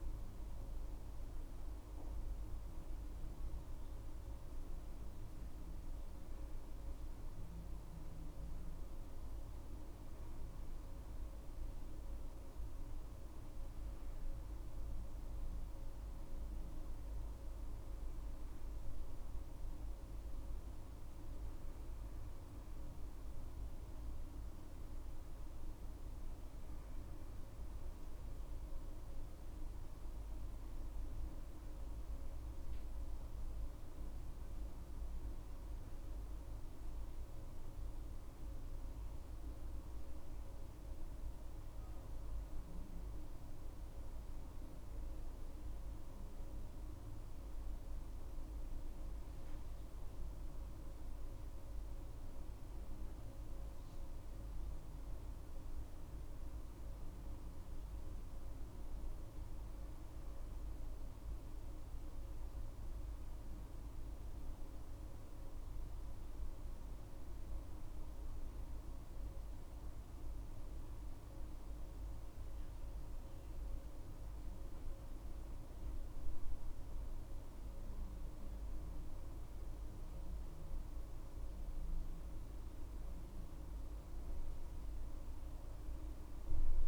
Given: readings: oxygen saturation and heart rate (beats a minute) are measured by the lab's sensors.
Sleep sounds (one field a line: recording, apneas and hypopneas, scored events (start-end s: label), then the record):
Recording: breathing in sleep, hard to hear, by a room microphone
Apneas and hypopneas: none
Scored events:
62.50-68.00 s: arousal
From the record:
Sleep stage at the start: N1 (lightest sleep)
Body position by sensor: on the back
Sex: female